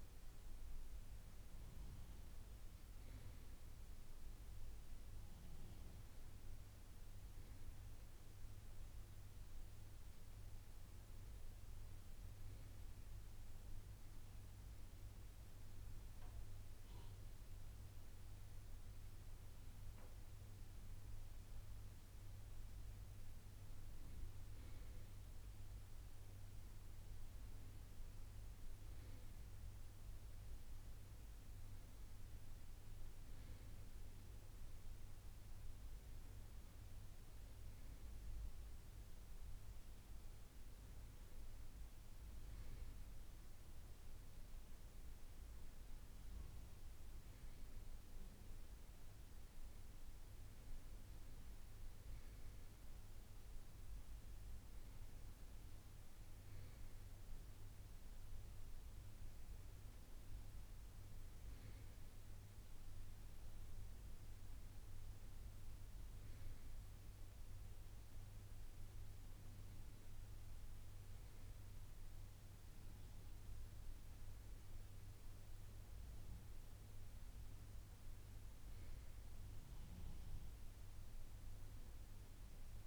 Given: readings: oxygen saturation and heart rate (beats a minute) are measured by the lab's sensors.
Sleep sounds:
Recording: a person awake in a sleep study, hard to hear, by a room microphone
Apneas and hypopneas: none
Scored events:
none scored
From the record:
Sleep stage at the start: awake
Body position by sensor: on the right side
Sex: male

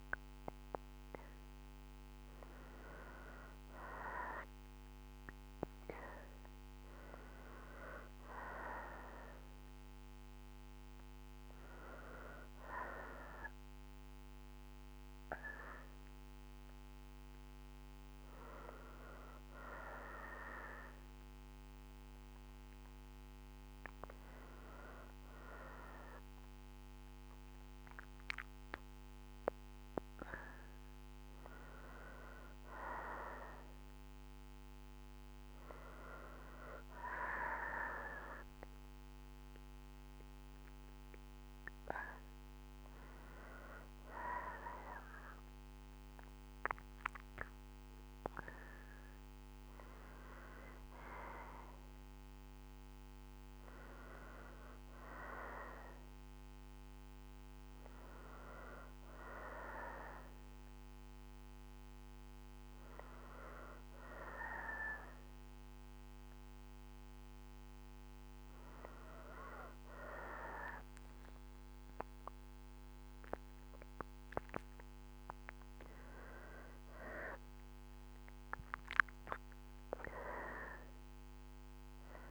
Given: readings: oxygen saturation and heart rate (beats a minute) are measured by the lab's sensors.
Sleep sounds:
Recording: breathing in sleep by a microphone on the trachea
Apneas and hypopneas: none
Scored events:
12.00-21.00 s: oxygen desaturation (device-marked, oxygen 93% before, 90% lowest, heart rate 61 before, 61 extreme)
67.00-82.31 s: new sleep stage, awake
From the record:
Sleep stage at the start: N2 (light sleep)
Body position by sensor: on the right side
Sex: female

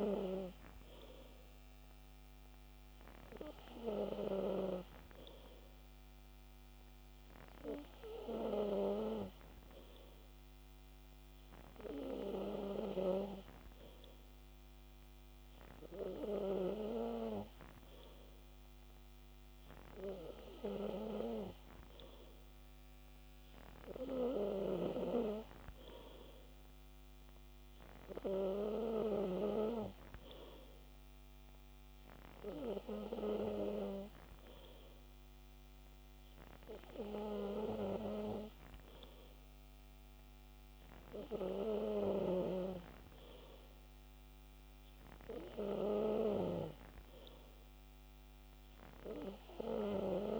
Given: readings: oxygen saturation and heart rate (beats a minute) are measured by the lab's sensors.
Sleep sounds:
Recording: breathing in sleep by a microphone on the trachea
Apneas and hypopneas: none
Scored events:
none scored
From the record:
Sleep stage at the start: N2 (light sleep)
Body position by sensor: on the back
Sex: male

